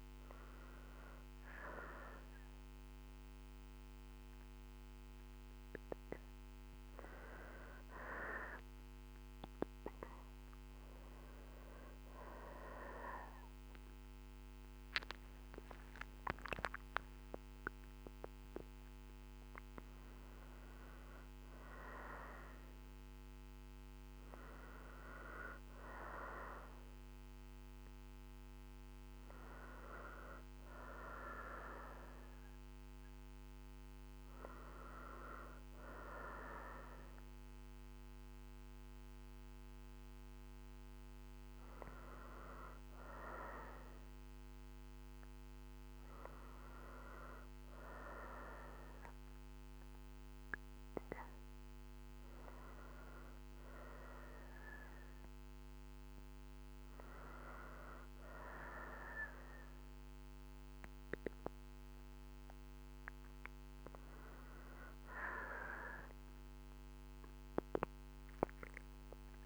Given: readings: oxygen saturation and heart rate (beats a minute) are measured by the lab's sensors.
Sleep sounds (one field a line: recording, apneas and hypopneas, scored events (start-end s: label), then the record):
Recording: breathing in sleep by a microphone on the trachea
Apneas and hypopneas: none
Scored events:
29.00-38.00 s: oxygen desaturation (device-marked, oxygen 94% before, 91% lowest, heart rate 63 before, 60 extreme)
39.00-69.46 s: new sleep stage, N2 (light sleep)
From the record:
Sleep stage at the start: N1 (lightest sleep)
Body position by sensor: on the right side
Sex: female